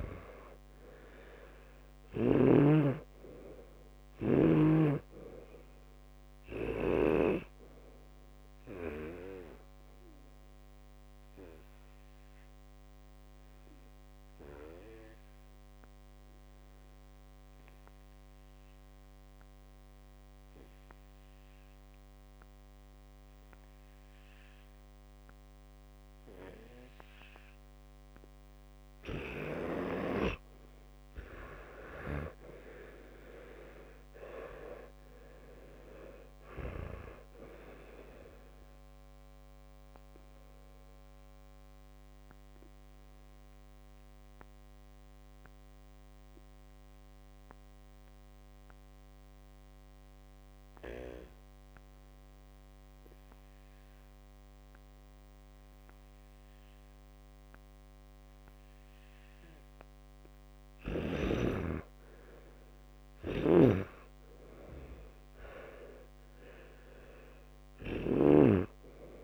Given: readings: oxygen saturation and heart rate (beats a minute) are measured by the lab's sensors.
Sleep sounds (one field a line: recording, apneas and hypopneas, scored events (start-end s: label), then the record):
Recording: breathing in sleep by a microphone on the trachea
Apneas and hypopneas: 2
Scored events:
0.00-1.50 s: arousal
7.50-29.00 s: obstructive apnea (oxygen 100% before, 92% lowest, heart rate 65 before, 59 extreme, up 22 after)
18.50-29.50 s: oxygen desaturation (device-marked, oxygen 99% before, 94% lowest, heart rate 65 before, 59 extreme)
31.50-35.00 s: arousal
34.50-53.50 s: oxygen desaturation (device-marked, oxygen 99% before, 92% lowest, heart rate 61 before, 58 extreme)
41.00-59.50 s: obstructive apnea (oxygen 99% before, 91% lowest, heart rate 67 before, 58 extreme, up 12 after)
62.00-65.50 s: arousal
63.50-68.50 s: snoring (device-marked)
From the record:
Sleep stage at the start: N2 (light sleep)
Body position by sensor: on the back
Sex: male